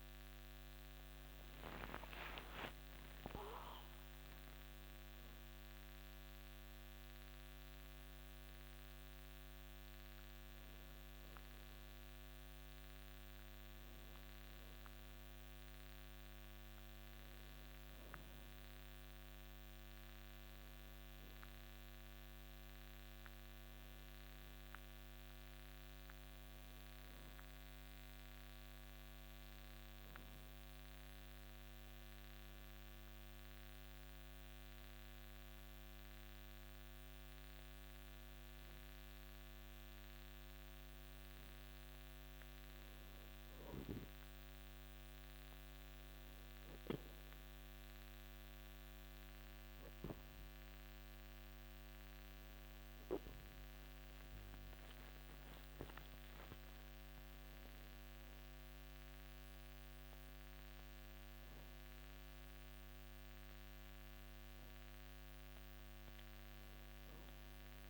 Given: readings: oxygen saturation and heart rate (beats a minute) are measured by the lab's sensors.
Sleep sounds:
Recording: a person partly awake in a sleep study, hard to hear, by a microphone on the trachea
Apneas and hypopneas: 1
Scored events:
7.00-37.00 s: new sleep stage, N1 (lightest sleep)
31.00-42.00 s: hypopnea (oxygen 97% before, 93% lowest, heart rate 55 before, 47 extreme, up 6 after)
37.00-67.90 s: new sleep stage, N2 (light sleep)
44.00-48.50 s: arousal
From the record:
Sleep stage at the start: awake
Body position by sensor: on the back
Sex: male

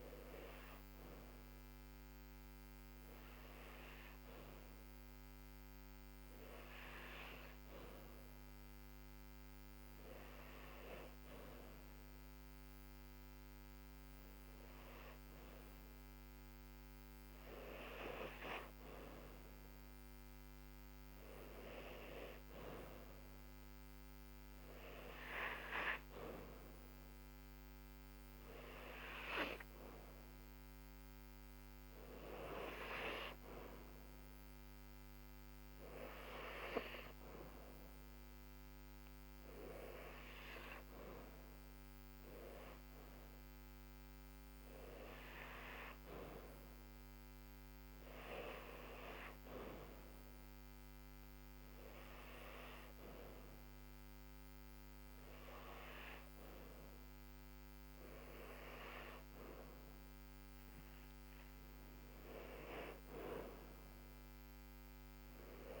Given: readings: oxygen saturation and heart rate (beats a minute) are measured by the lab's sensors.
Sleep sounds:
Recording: breathing in sleep by a microphone on the trachea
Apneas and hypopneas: 1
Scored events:
1.00-16.00 s: hypopnea (oxygen 98% before, 94% lowest, heart rate 69 before, 67 extreme, up 1 after)
18.00-21.50 s: arousal
From the record:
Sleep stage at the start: N2 (light sleep)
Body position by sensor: on the back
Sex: female

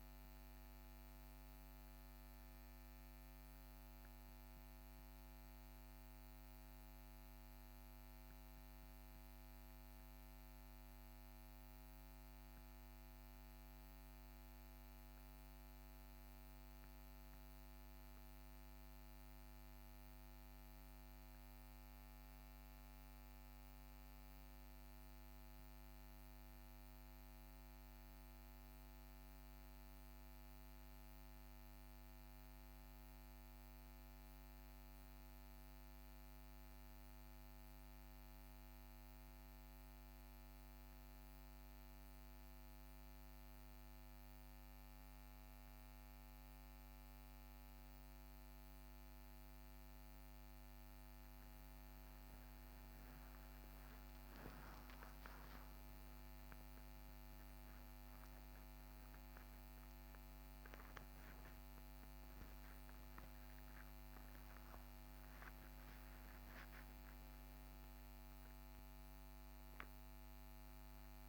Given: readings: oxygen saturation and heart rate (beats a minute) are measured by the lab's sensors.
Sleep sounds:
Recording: a person awake in a sleep study, hard to hear, by a microphone on the trachea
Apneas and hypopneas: none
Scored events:
none scored
From the record:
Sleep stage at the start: awake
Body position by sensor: on the back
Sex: male

